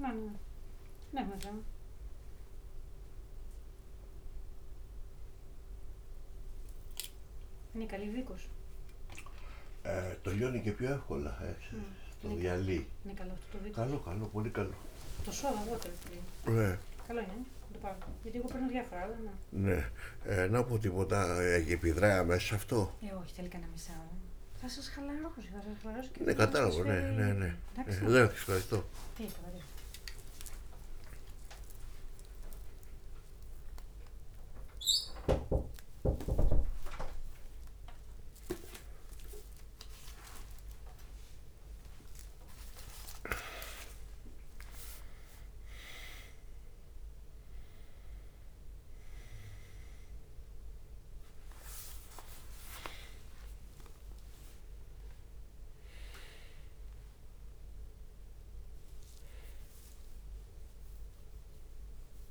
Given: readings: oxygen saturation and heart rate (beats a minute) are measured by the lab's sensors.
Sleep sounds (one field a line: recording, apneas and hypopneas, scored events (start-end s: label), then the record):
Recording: a person awake in a sleep study, by a room microphone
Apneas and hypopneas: none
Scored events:
0.00-3.50 s: bradycardia (device-marked, heart rate 34 extreme)
0.00-6.50 s: oxygen desaturation (device-marked, oxygen 95% lowest, heart rate 34 extreme)
4.50-5.50 s: drop in pulse transit time (device-marked, heart rate 75 before, 56 extreme)
9.50-11.50 s: long interval between heartbeats (device-marked, heart rate 64 before, 88 extreme)
11.00-15.00 s: snoring (device-marked)
12.50-14.50 s: drop in pulse transit time (device-marked, heart rate 67 before, 88 extreme)
14.50-16.50 s: long interval between heartbeats (device-marked, heart rate 66 before, 79 extreme)
17.50-19.50 s: long interval between heartbeats (device-marked, heart rate 68 before, 73 extreme)
18.50-20.50 s: drop in pulse transit time (device-marked, heart rate 69 before, 73 extreme)
21.00-27.50 s: snoring (device-marked)
22.00-25.00 s: leg movement (device-marked)
27.50-54.50 s: bradycardia (device-marked)
31.50-33.50 s: long interval between heartbeats (device-marked)
34.50-36.50 s: long interval between heartbeats (device-marked)
37.00-39.00 s: long interval between heartbeats (device-marked, heart rate 57 before, 27 extreme)
37.50-39.50 s: drop in pulse transit time (device-marked, heart rate 55 before, 27 extreme)
39.00-41.00 s: long interval between heartbeats (device-marked, heart rate 52 before, 54 extreme)
43.00-45.00 s: long interval between heartbeats (device-marked, heart rate 47 before, 39 extreme)
49.50-51.50 s: leg movement (device-marked)
53.00-61.00 s: leg movement (device-marked)
53.50-55.50 s: long interval between heartbeats (device-marked, heart rate 35 before, 48 extreme)
54.50-56.50 s: tachycardia (device-marked, heart rate 78 before, 55 extreme)
From the record:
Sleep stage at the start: awake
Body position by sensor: on the back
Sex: male